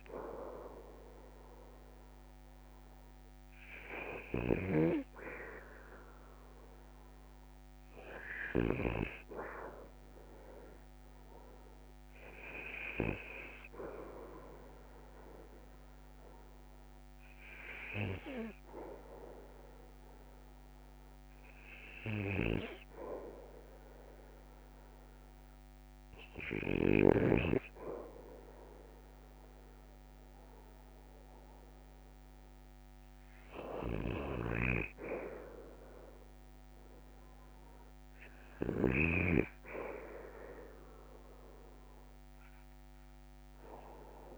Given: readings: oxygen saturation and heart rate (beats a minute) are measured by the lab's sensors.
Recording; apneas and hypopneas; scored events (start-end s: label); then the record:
breathing in sleep by a microphone on the trachea; none
0.00-9.00 s: snoring (device-marked)
34.50-39.50 s: snoring (device-marked)
From the record:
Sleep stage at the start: REM sleep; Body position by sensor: on the back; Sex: male